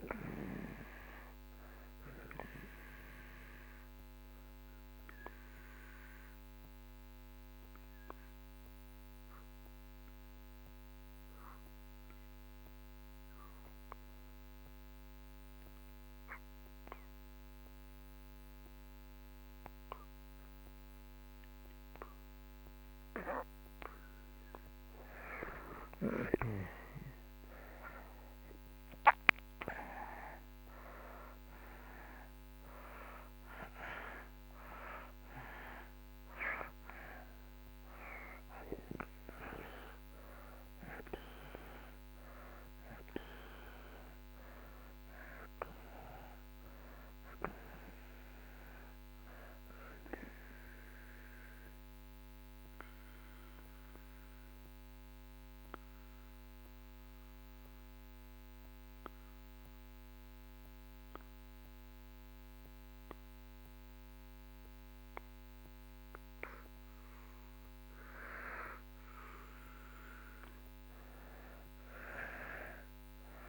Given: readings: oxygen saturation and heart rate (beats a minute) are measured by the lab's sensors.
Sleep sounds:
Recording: breathing in sleep by a microphone on the trachea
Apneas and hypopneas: 2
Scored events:
0.00-13.00 s: oxygen desaturation (device-marked, oxygen 83% lowest)
3.00-23.00 s: obstructive apnea (oxygen 96% before, 80% lowest)
25.50-29.50 s: arousal
31.00-63.00 s: oxygen desaturation (device-marked, oxygen 95% before, 80% lowest)
49.50-67.50 s: obstructive apnea (oxygen 95% before, 80% lowest)
From the record:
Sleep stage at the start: N2 (light sleep)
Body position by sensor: on the back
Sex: male

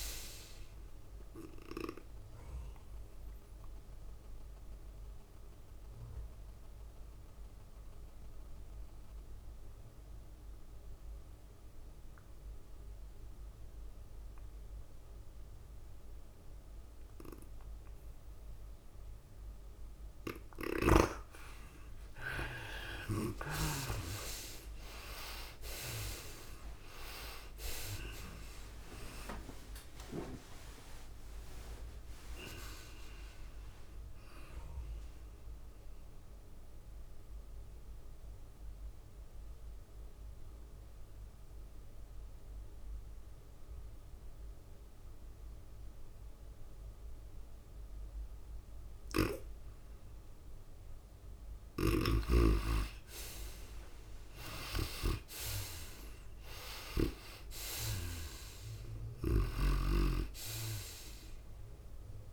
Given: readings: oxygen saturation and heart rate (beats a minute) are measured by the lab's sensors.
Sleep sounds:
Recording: breathing in sleep by a room microphone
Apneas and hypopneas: 2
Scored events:
0.00-7.50 s: tachycardia (device-marked, heart rate 104 extreme)
0.00-12.50 s: oxygen desaturation (device-marked, oxygen 82% lowest, heart rate 93 extreme)
3.50-19.50 s: obstructive apnea (oxygen 98% before, 75% lowest, heart rate 101 before, 93 extreme, up 7 after)
14.50-45.50 s: oxygen desaturation (device-marked, oxygen 95% before, 75% lowest, heart rate 101 before, 93 extreme)
24.00-28.50 s: arousal
24.50-43.50 s: tachycardia (device-marked, heart rate 97 before, 106 extreme)
26.50-40.50 s: drop in pulse transit time (device-marked, heart rate 97 before, 100 extreme)
37.00-51.00 s: obstructive apnea (oxygen 95% before, 73% lowest, heart rate 99 before, 96 extreme, up 3 after)
45.50-62.33 s: new sleep stage, N3 (deep sleep)
50.50-62.33 s: oxygen desaturation (device-marked, oxygen 99% before, 80% lowest, heart rate 103 before, 63 extreme)
54.00-58.00 s: arousal
56.50-62.33 s: tachycardia (device-marked, heart rate 97 before, 104 extreme)
60.50-62.33 s: drop in pulse transit time (device-marked, heart rate 100 before, 99 extreme)
From the record:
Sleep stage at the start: N2 (light sleep)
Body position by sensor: on the right side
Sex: female

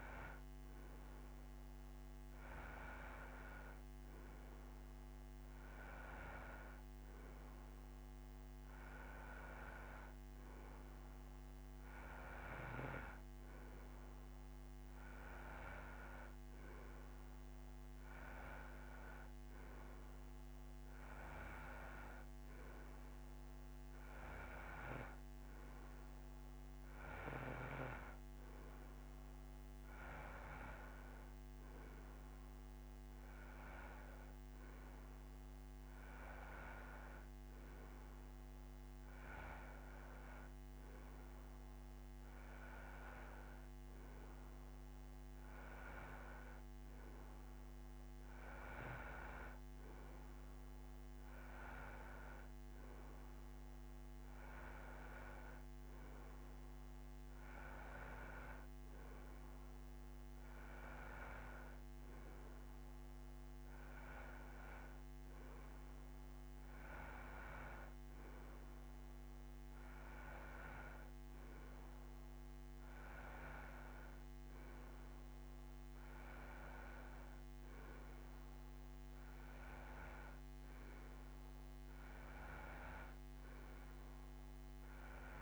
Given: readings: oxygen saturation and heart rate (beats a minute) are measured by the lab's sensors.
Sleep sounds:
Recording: breathing in sleep by a microphone on the trachea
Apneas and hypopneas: none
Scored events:
none scored
From the record:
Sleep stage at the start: N2 (light sleep)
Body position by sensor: on the right side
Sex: male

